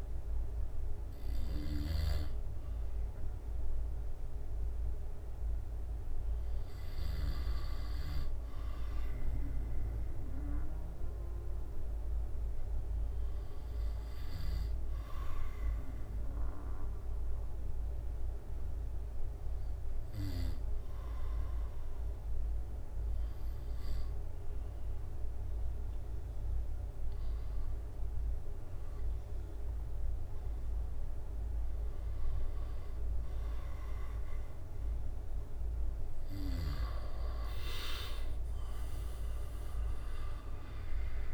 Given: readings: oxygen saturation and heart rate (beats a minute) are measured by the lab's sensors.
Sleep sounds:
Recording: breathing in sleep by a room microphone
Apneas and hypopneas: 1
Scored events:
0.00-2.00 s: arousal
9.00-25.00 s: hypopnea (oxygen 96% before, 95% lowest, heart rate 70 before, 68 extreme, up 14 after)
26.50-30.50 s: arousal
26.50-41.33 s: drop in pulse transit time (device-marked, heart rate 69 before, 72 extreme)
From the record:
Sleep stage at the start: N2 (light sleep)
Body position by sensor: on the back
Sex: male

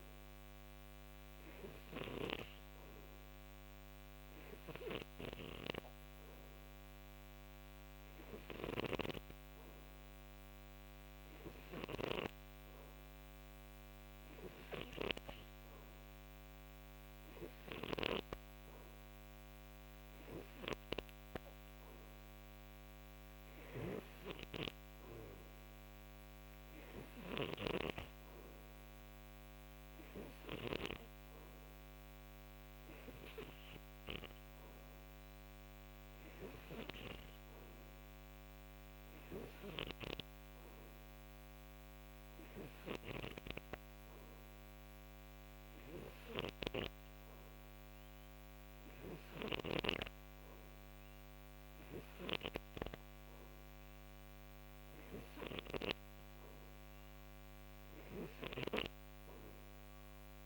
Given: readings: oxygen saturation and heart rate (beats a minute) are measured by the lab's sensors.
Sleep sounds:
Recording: breathing in sleep by a microphone on the trachea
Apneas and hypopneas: none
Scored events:
8.00-27.00 s: snoring (device-marked)
42.00-60.46 s: snoring (device-marked)
From the record:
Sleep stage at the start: N3 (deep sleep)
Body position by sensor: on the right side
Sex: male

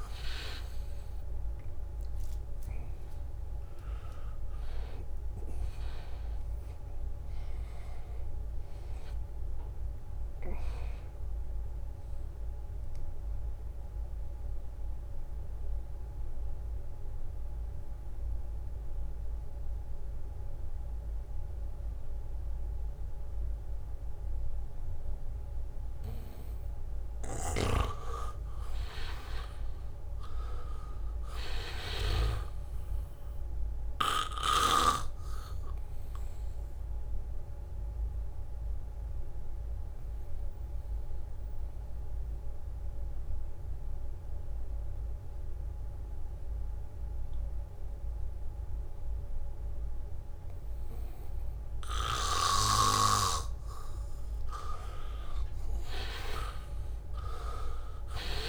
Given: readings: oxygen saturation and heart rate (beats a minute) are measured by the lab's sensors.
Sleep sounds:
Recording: breathing in sleep by a room microphone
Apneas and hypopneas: 2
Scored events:
0.00-19.00 s: oxygen desaturation (device-marked, oxygen 83% lowest, heart rate 76 extreme)
14.00-27.00 s: obstructive apnea (oxygen 98% before, 83% lowest, heart rate 82 before, 76 extreme, up 3 after)
23.50-25.50 s: leg movement (device-marked)
28.00-33.00 s: snoring (device-marked)
29.00-31.50 s: arousal
32.00-51.00 s: oxygen desaturation (device-marked, oxygen 98% before, 87% lowest, heart rate 79 before, 76 extreme)
37.50-53.50 s: obstructive apnea (oxygen 99% before, 83% lowest, heart rate 78 before, 76 extreme, up 2 after)
52.50-58.49 s: snoring (device-marked)
53.00-58.49 s: oxygen desaturation (device-marked, oxygen 98% before, 83% lowest, heart rate 78 before, 76 extreme)
56.50-58.49 s: arousal
From the record:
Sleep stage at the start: N2 (light sleep)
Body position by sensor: on the back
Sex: male

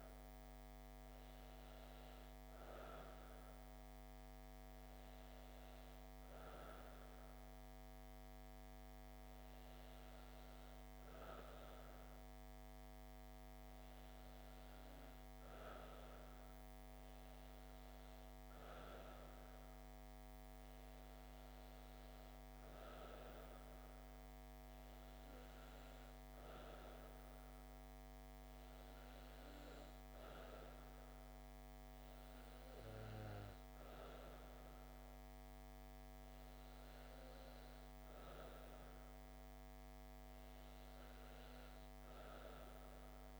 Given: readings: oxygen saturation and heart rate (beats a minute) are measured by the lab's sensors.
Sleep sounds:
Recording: breathing in sleep, hard to hear, by a microphone on the trachea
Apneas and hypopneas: none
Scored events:
none scored
From the record:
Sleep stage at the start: N2 (light sleep)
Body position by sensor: on the back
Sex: female

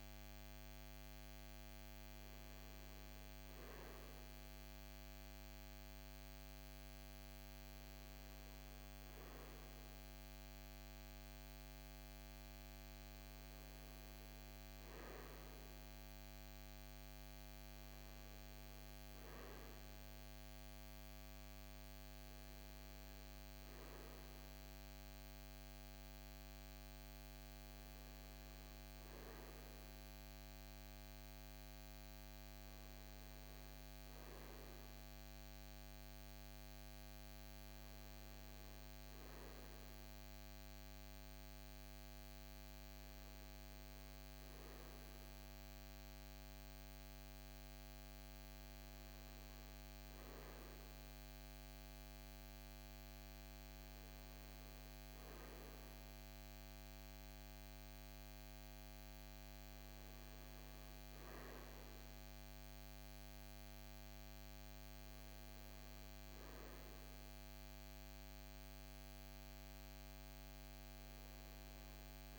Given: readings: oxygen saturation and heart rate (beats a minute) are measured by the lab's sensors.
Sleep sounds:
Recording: breathing in sleep, hard to hear, by a microphone on the trachea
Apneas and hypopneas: none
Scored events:
none scored
From the record:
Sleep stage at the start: N2 (light sleep)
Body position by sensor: on the right side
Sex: male

